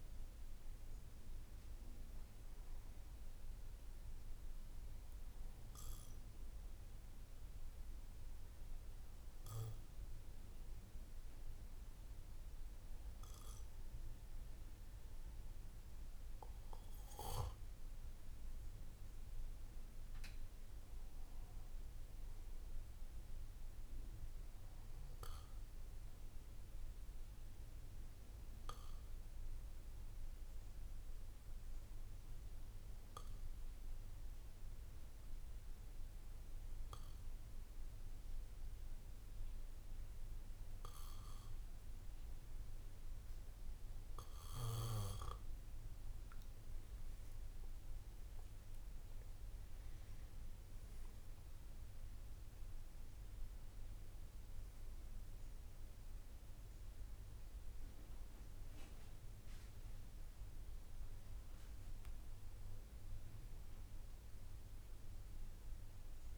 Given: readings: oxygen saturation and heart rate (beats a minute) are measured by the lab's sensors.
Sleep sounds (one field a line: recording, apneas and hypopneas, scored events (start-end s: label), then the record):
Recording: breathing in sleep, hard to hear, by a room microphone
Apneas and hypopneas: none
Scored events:
none scored
From the record:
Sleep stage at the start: N1 (lightest sleep)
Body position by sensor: on the back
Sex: male